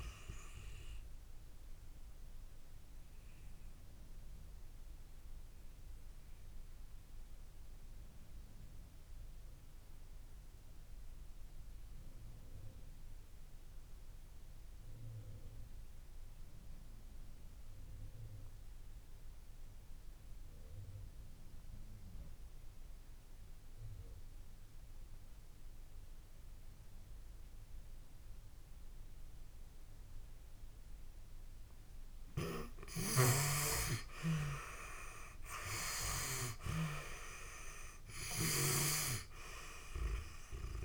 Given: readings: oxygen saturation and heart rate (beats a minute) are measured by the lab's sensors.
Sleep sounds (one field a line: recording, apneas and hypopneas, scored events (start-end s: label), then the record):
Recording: breathing in sleep by a room microphone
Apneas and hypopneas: 1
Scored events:
0.00-25.00 s: oxygen desaturation (device-marked, oxygen 83% lowest)
1.50-31.00 s: obstructive apnea (oxygen 97% before, 80% lowest)
33.50-38.00 s: arousal
39.00-40.85 s: oxygen desaturation (device-marked, oxygen 95% before, 80% lowest)
From the record:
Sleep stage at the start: N2 (light sleep)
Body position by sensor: on the back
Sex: female